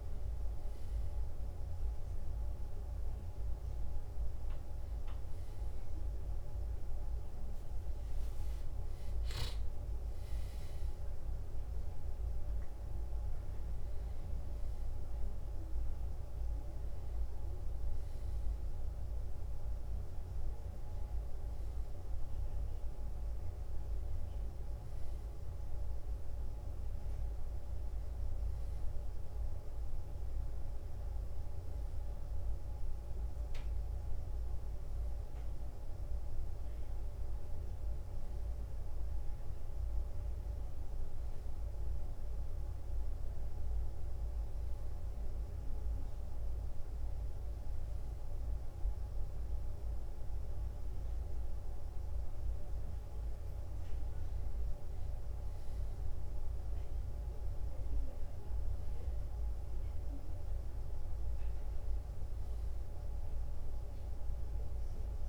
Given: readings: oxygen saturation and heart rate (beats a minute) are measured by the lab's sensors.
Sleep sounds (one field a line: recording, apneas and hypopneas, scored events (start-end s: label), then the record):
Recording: a person awake in a sleep study, hard to hear, by a room microphone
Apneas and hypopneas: none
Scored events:
none scored
From the record:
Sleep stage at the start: awake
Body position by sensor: on the back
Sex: male